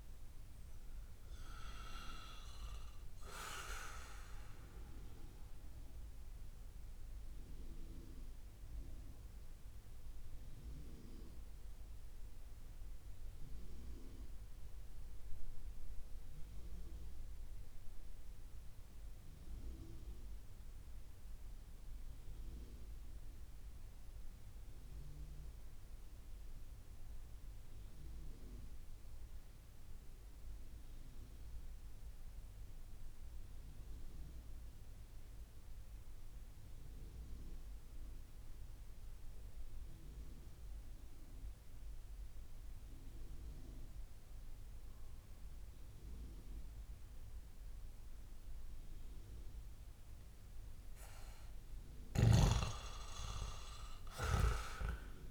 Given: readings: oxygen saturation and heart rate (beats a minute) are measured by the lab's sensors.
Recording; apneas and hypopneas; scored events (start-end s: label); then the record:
breathing in sleep by a room microphone; 1
0.00-21.00 s: oxygen desaturation (device-marked, oxygen 86% lowest)
5.00-51.00 s: mixed apnea (oxygen 94% before, 86% lowest)
41.00-55.31 s: oxygen desaturation (device-marked, oxygen 97% before, 86% lowest)
53.00-55.31 s: arousal
From the record:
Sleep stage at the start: N2 (light sleep); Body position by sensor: on the back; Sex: male